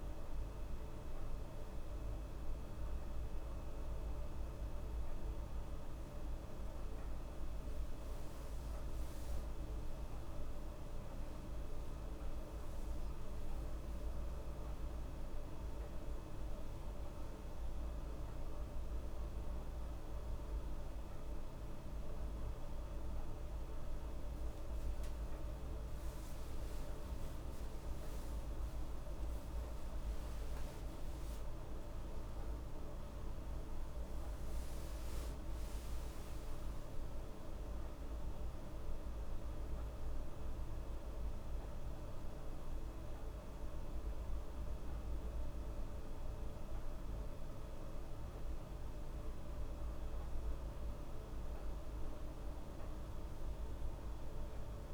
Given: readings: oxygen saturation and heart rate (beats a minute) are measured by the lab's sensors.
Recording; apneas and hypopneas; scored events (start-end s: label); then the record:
breathing in sleep, hard to hear, by a room microphone; 1
9.00-14.50 s: arousal
36.50-50.00 s: hypopnea (oxygen 98% before, 94% lowest, heart rate 78 before, 73 extreme, up 4 after)
49.50-54.94 s: oxygen desaturation (device-marked, oxygen 98% before, 94% lowest, heart rate 76 before, 74 extreme)
53.50-54.94 s: arousal
From the record:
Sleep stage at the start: N1 (lightest sleep); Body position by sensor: on the back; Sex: female